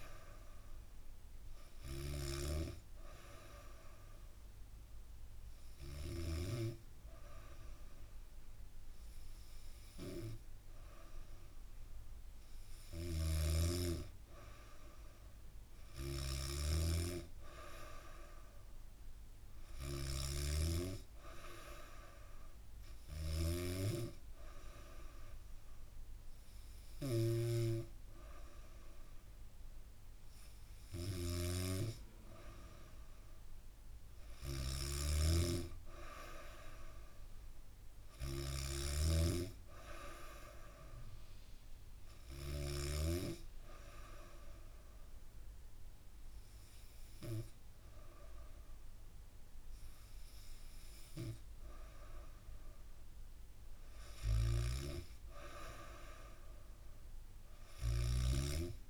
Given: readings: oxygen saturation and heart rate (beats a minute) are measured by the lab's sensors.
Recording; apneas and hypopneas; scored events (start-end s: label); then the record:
breathing in sleep by a room microphone; 2
0.00-6.00 s: snoring (device-marked)
3.00-13.00 s: hypopnea (oxygen 95% before, 92% lowest, heart rate 71 before, 68 extreme, up 6 after)
12.00-42.00 s: snoring (device-marked)
14.50-17.00 s: arousal
34.00-37.00 s: arousal
42.00-52.00 s: hypopnea (oxygen 94% before, 91% lowest, heart rate 72 before, 68 extreme, up 2 after)
53.50-56.50 s: arousal
53.50-57.50 s: snoring (device-marked)
From the record:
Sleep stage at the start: N2 (light sleep); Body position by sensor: on the back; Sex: female